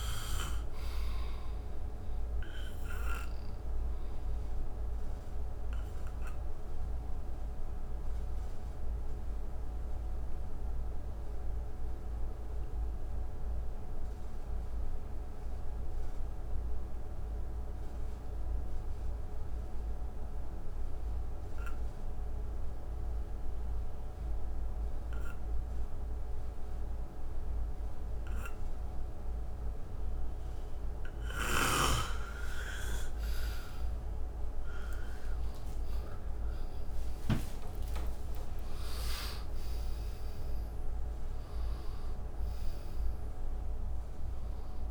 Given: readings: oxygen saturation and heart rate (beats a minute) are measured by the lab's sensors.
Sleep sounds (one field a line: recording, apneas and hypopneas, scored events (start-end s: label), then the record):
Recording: breathing in sleep by a room microphone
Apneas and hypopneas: 1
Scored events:
0.00-15.50 s: oxygen desaturation (device-marked, oxygen 82% lowest, heart rate 59 extreme)
4.00-31.50 s: obstructive apnea (oxygen 98% before, 81% lowest, heart rate 69 before, 57 extreme, up 59 after)
27.50-44.90 s: oxygen desaturation (device-marked, oxygen 98% before, 81% lowest, heart rate 63 before, 53 extreme)
31.50-37.50 s: snoring (device-marked)
33.00-39.50 s: arousal
From the record:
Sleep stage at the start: N2 (light sleep)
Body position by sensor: on the back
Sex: male